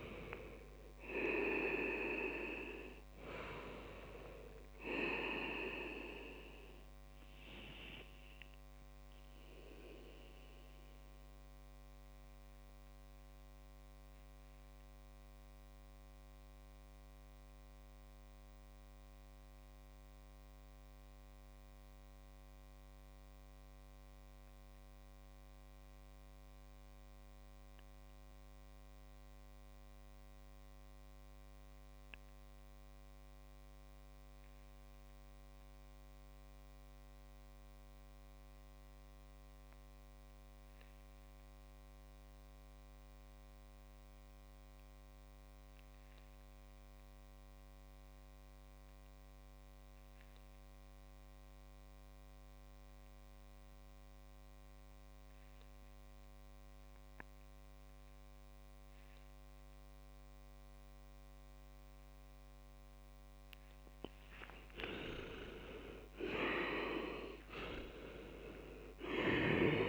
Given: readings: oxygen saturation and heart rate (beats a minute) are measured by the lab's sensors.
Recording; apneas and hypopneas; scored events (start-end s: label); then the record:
breathing in sleep by a microphone on the trachea; 1
10.00-63.00 s: mixed apnea (oxygen 99% before, 96% lowest)
64.50-68.50 s: arousal
From the record:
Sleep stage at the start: REM sleep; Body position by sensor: on the back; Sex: male